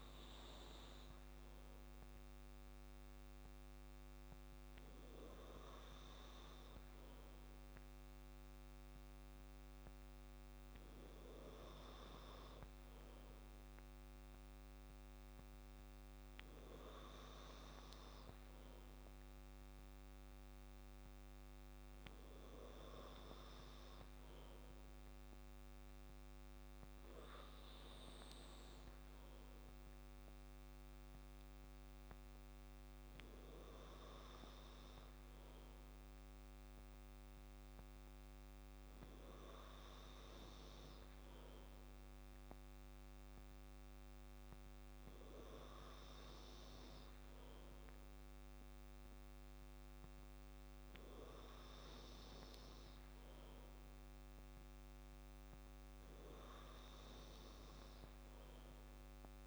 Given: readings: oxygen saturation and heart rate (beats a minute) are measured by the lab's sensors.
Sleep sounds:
breathing in sleep, hard to hear, by a microphone on the trachea; none
none scored
From the record:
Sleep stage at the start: N2 (light sleep); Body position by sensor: on the back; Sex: male

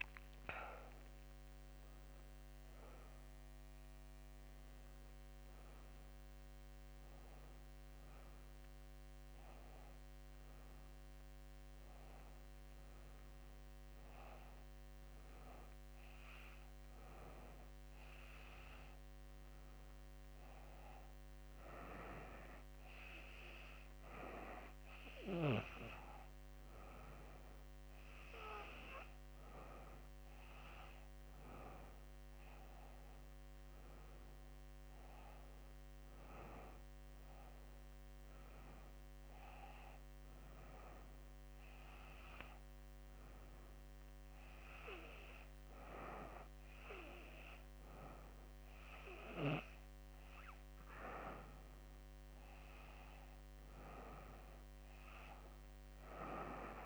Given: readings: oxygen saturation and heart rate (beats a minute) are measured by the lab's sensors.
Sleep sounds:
breathing in sleep by a microphone on the trachea; none
none scored
From the record:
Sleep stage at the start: N2 (light sleep); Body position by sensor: on the back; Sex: female

